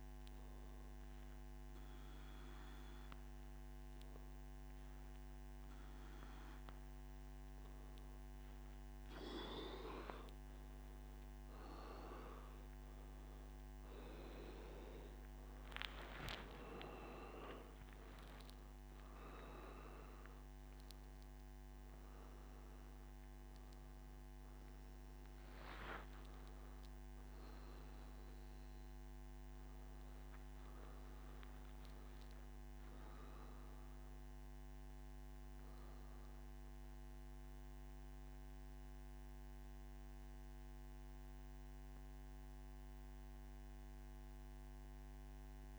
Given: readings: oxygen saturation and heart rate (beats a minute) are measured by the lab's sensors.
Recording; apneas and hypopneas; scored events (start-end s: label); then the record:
breathing in sleep by a microphone on the trachea; none
none scored
From the record:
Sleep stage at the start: N2 (light sleep); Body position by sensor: on the back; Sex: male